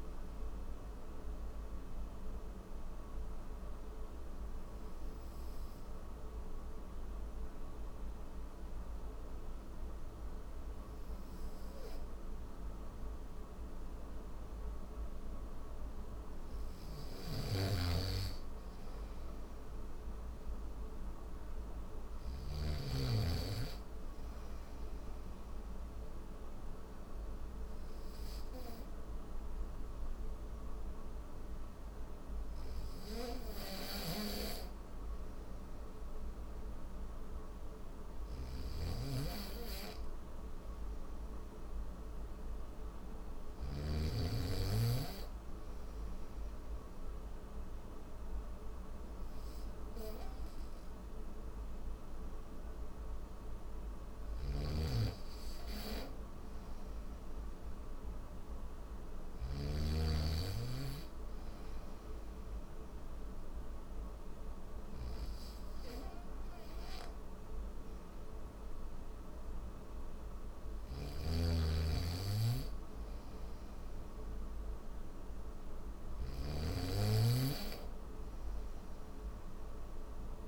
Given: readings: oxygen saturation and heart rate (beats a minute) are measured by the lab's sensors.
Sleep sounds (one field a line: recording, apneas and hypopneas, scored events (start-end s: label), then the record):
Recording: breathing in sleep by a room microphone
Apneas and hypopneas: none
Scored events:
16.50-22.00 s: snoring (device-marked)
18.50-33.50 s: oxygen desaturation (device-marked, oxygen 98% before, 92% lowest, heart rate 73 before, 71 extreme)
33.50-43.50 s: snoring (device-marked)
45.50-55.50 s: oxygen desaturation (device-marked, oxygen 95% before, 92% lowest, heart rate 74 before, 73 extreme)
54.00-80.48 s: snoring (device-marked)
From the record:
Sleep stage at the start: N3 (deep sleep)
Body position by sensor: on the back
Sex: male